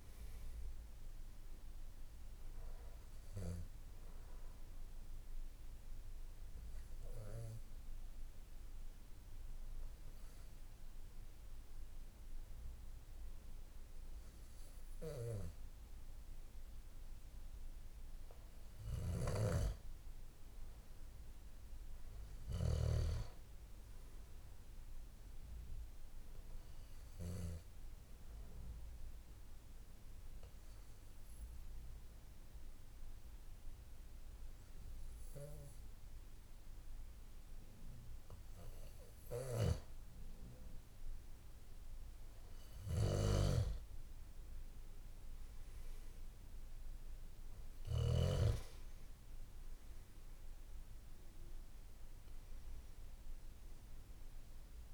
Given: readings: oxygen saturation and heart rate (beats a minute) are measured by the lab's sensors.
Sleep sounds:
breathing in sleep by a room microphone; 2
5.50-16.50 s: hypopnea (oxygen 95% before, 93% lowest, heart rate 56 before, 52 extreme, up 3 after)
7.50-54.94 s: new sleep stage, N1 (lightest sleep)
29.00-40.00 s: obstructive apnea (oxygen 96% before, 94% lowest, heart rate 55 before, 51 extreme, up 5 after)
From the record:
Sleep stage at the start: N3 (deep sleep); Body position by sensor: on the back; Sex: male

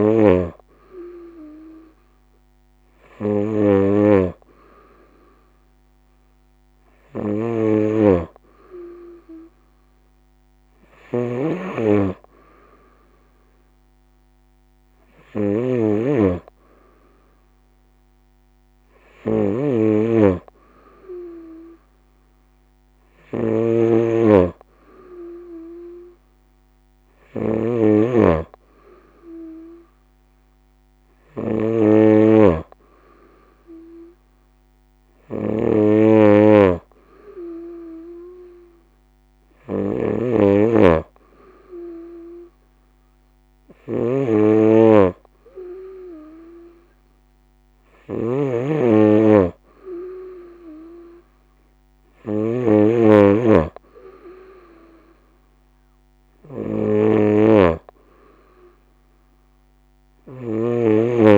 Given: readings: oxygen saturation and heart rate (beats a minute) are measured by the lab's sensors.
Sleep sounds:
breathing in sleep by a microphone on the trachea; none
0.00-61.38 s: snoring (device-marked)
From the record:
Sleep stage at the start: N2 (light sleep); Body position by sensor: on the right side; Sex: female

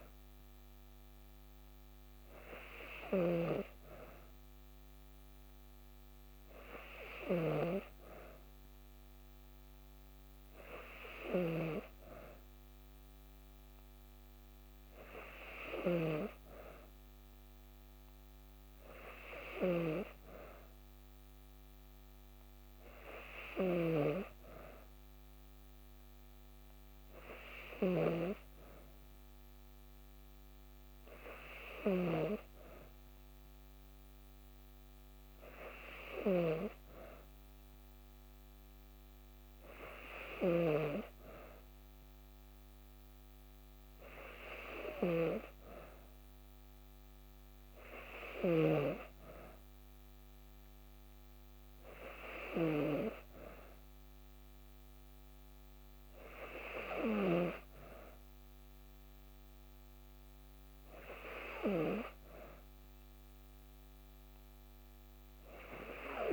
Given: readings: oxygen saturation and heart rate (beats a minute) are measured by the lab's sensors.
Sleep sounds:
breathing in sleep by a microphone on the trachea; none
2.50-32.00 s: snoring (device-marked)
40.00-48.50 s: snoring (device-marked)
From the record:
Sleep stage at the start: N2 (light sleep); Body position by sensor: on the back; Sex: female

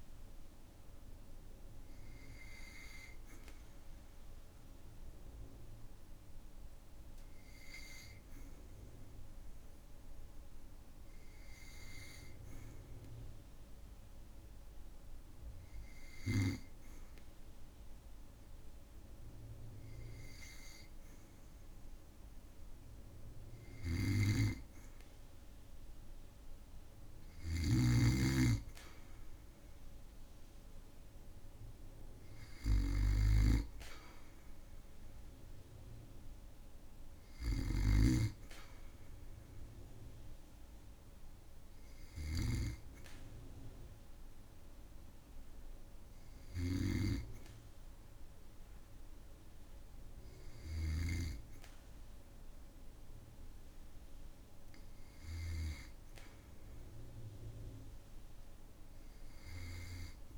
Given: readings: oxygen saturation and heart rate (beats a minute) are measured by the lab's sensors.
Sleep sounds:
breathing in sleep by a room microphone; 1
4.50-22.50 s: hypopnea (oxygen 97% before, 94% lowest, heart rate 56 before, 54 extreme, up 4 after)
23.50-55.50 s: snoring (device-marked)
24.50-28.00 s: arousal
59.00-60.38 s: arousal
From the record:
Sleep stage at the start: N2 (light sleep); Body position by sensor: on the back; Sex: male

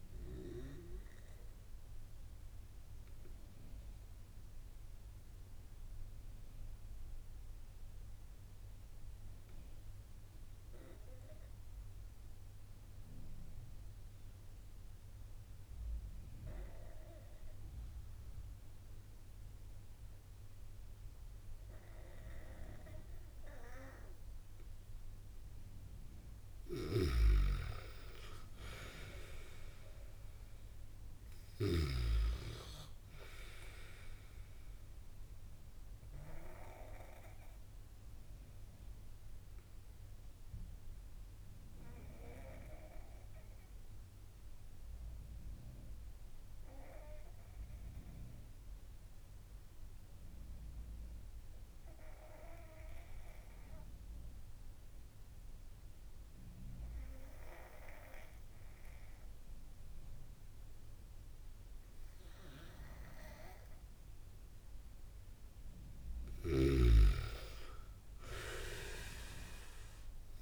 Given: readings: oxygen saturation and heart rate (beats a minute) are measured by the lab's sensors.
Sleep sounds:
breathing in sleep by a room microphone; 2
0.00-16.50 s: oxygen desaturation (device-marked, oxygen 92% lowest)
1.00-25.50 s: obstructive apnea (oxygen 97% before, 91% lowest)
27.00-30.50 s: arousal
36.50-65.00 s: obstructive apnea (oxygen 98% before, 91% lowest)
36.50-70.42 s: new sleep stage, N2 (light sleep)
58.50-70.42 s: oxygen desaturation (device-marked, oxygen 97% before, 91% lowest)
66.50-70.42 s: arousal
66.50-70.42 s: snoring (device-marked)
From the record:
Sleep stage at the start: N1 (lightest sleep); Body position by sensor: on the back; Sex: male

